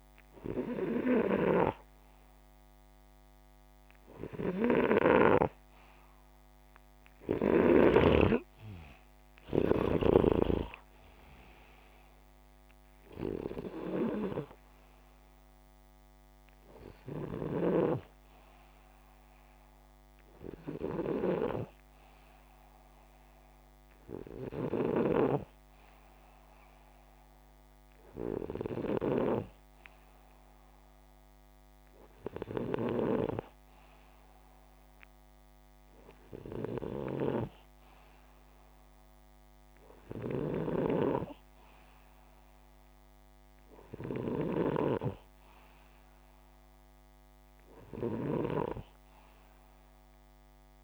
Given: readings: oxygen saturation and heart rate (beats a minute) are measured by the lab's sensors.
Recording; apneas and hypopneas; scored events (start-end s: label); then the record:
breathing in sleep by a microphone on the trachea; none
6.50-10.50 s: arousal
39.50-50.83 s: snoring (device-marked)
From the record:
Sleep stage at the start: N2 (light sleep); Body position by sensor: upright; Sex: male